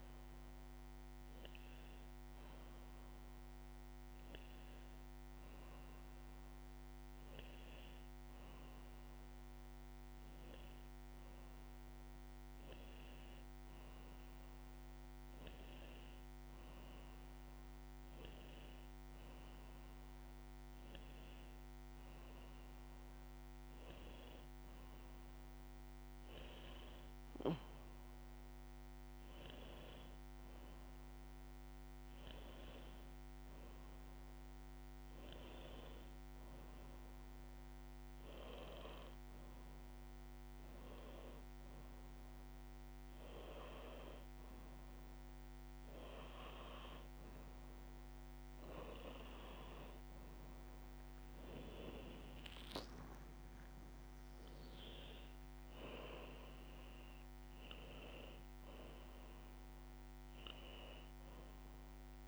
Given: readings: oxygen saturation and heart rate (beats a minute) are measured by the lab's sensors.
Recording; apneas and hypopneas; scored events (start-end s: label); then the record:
a person awake in a sleep study, hard to hear, by a microphone on the trachea; none
none scored
From the record:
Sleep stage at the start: awake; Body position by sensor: upright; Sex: female